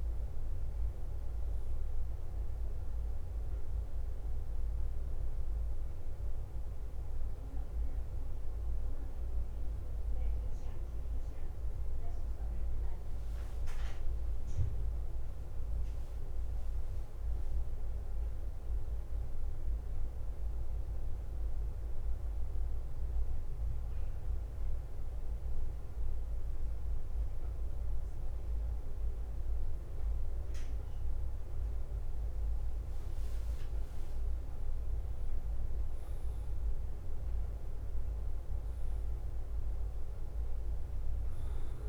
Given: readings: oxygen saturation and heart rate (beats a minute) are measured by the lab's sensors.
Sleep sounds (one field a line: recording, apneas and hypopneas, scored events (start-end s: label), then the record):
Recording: breathing in sleep, hard to hear, by a room microphone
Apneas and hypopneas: 2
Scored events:
0.00-41.89 s: bradycardia (device-marked, heart rate 43 extreme)
4.50-15.50 s: obstructive apnea (oxygen 98% before, 95% lowest, heart rate 53 before, 45 extreme, up 9 after)
17.00-20.00 s: arousal
23.00-34.00 s: obstructive apnea (oxygen 97% before, 94% lowest, heart rate 52 before, 43 extreme, up 2 after)
32.00-34.00 s: long interval between heartbeats (device-marked, heart rate 51 before, 51 extreme)
35.50-39.00 s: arousal
From the record:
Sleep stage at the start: N2 (light sleep)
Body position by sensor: on the back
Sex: male